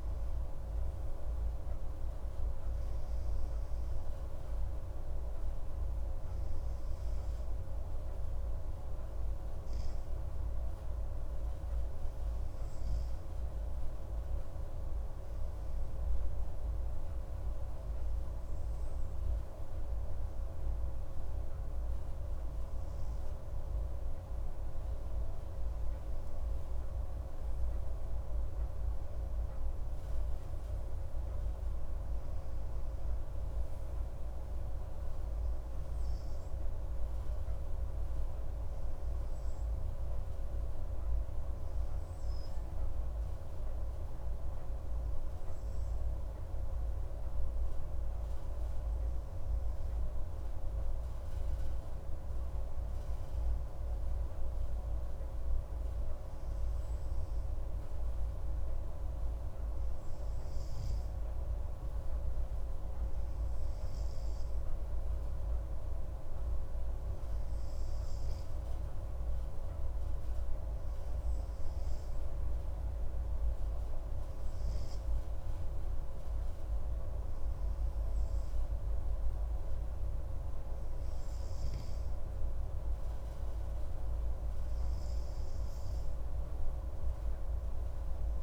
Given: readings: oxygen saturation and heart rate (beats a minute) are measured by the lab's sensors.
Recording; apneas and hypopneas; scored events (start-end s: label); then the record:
breathing in sleep, hard to hear, by a room microphone; 1
13.50-27.00 s: hypopnea (oxygen 97% before, 95% lowest, heart rate 100 before, 59 extreme)
28.50-32.00 s: arousal
From the record:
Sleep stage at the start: N2 (light sleep); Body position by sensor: on the right side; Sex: male